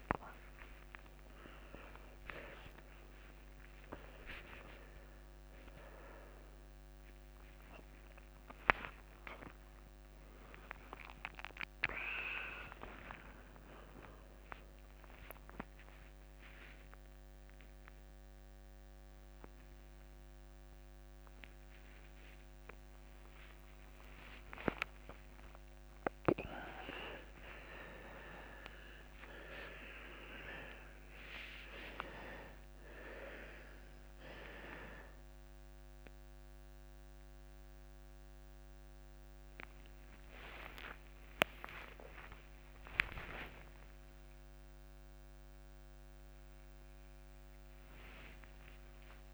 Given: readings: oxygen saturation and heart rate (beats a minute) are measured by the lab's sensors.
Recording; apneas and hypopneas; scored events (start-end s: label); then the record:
a person awake in a sleep study, by a microphone on the trachea; none
0.00-1.50 s: long interval between heartbeats (device-marked)
0.00-4.00 s: tachycardia (device-marked)
0.00-17.00 s: oxygen desaturation (device-marked, oxygen 79% lowest)
3.00-5.00 s: long interval between heartbeats (device-marked, heart rate 36 before, 149 extreme)
5.00-7.00 s: long interval between heartbeats (device-marked, heart rate 52 before, 150 extreme)
9.00-16.00 s: tachycardia (device-marked)
9.50-11.50 s: long interval between heartbeats (device-marked, heart rate 74 before, 76 extreme)
11.50-13.50 s: long interval between heartbeats (device-marked, heart rate 82 before, 99 extreme)
13.50-15.50 s: long interval between heartbeats (device-marked, heart rate 92 before, 113 extreme)
16.00-18.00 s: long interval between heartbeats (device-marked, heart rate 113 before, 144 extreme)
23.00-36.00 s: tachycardia (device-marked)
23.50-25.50 s: long interval between heartbeats (device-marked, heart rate 108 before, 47 extreme)
27.50-29.50 s: long interval between heartbeats (device-marked, heart rate 93 before, 117 extreme)
29.50-31.50 s: long interval between heartbeats (device-marked, heart rate 99 before, 148 extreme)
32.00-34.00 s: long interval between heartbeats (device-marked, heart rate 107 before, 137 extreme)
35.00-37.00 s: long interval between heartbeats (device-marked, heart rate 109 before, 125 extreme)
36.00-49.34 s: oxygen desaturation (device-marked, oxygen 98% before, 91% lowest)
42.50-44.50 s: long interval between heartbeats (device-marked, heart rate 104 before, 53 extreme)
48.00-49.34 s: new sleep stage, N1 (lightest sleep)
From the record:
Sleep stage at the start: awake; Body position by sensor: on the left side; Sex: male